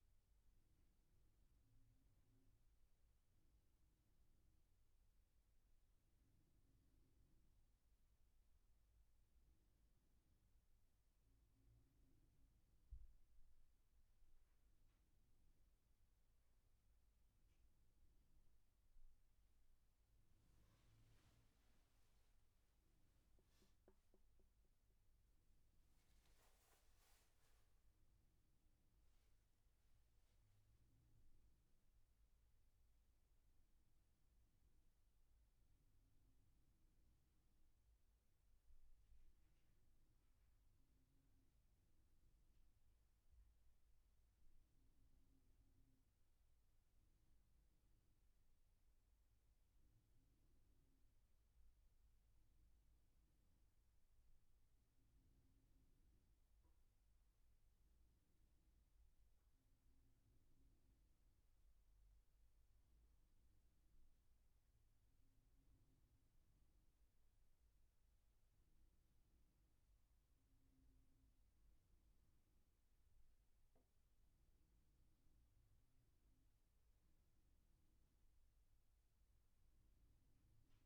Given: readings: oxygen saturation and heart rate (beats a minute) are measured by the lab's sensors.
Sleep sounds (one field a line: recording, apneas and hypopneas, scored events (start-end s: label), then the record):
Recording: a person partly awake in a sleep study, hard to hear, by a room microphone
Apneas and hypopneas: none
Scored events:
22.50-52.50 s: new sleep stage, N1 (lightest sleep)
27.00-29.00 s: long interval between heartbeats (device-marked, heart rate 81 before, 97 extreme)
52.50-80.86 s: new sleep stage, N2 (light sleep)
From the record:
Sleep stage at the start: awake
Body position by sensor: on the back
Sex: male